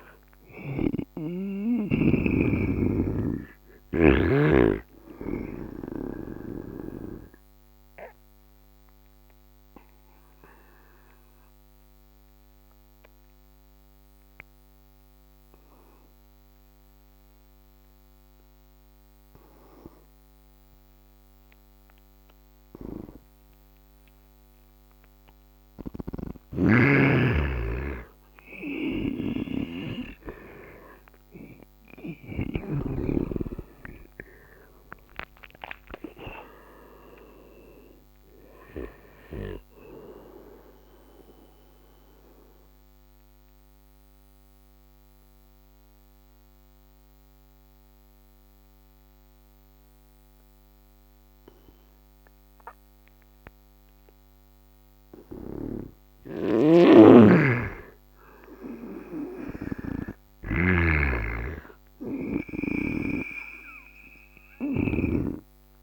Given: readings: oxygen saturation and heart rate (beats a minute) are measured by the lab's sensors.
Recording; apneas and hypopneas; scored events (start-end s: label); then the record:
breathing in sleep by a microphone on the trachea; 2
0.00-21.50 s: oxygen desaturation (device-marked, oxygen 83% lowest, heart rate 73 extreme)
8.00-25.00 s: obstructive apnea (oxygen 99% before, 83% lowest, heart rate 78 before, 71 extreme, up 11 after)
23.50-53.50 s: oxygen desaturation (device-marked, oxygen 100% before, 84% lowest, heart rate 78 before, 67 extreme)
28.50-32.50 s: snoring (device-marked)
28.50-33.50 s: arousal
41.00-54.50 s: obstructive apnea (oxygen 100% before, 81% lowest, heart rate 81 before, 67 extreme, up 12 after)
56.00-60.50 s: snoring (device-marked)
57.00-61.00 s: arousal
59.50-65.83 s: oxygen desaturation (device-marked, oxygen 100% before, 88% lowest, heart rate 75 before, 73 extreme)
62.50-65.83 s: snoring (device-marked)
From the record:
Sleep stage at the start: N2 (light sleep); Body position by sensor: on the right side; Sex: male